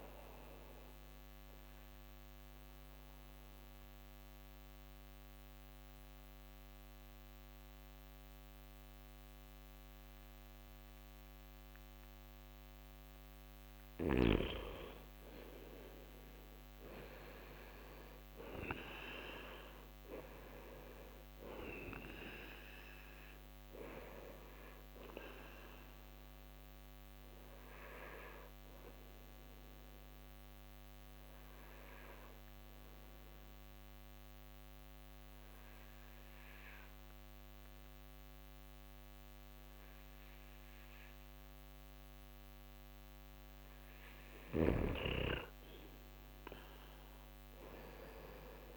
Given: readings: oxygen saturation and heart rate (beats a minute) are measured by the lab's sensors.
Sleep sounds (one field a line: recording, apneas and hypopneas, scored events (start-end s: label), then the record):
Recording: breathing in sleep by a microphone on the trachea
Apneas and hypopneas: 2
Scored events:
0.00-8.00 s: oxygen desaturation (device-marked, oxygen 90% lowest)
0.50-14.00 s: obstructive apnea (oxygen 94% before, 91% lowest)
18.00-22.00 s: arousal
27.00-41.00 s: oxygen desaturation (device-marked, oxygen 97% before, 92% lowest)
29.50-43.00 s: obstructive apnea (oxygen 97% before, 92% lowest)
From the record:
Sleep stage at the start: N2 (light sleep)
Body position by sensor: on the back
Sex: male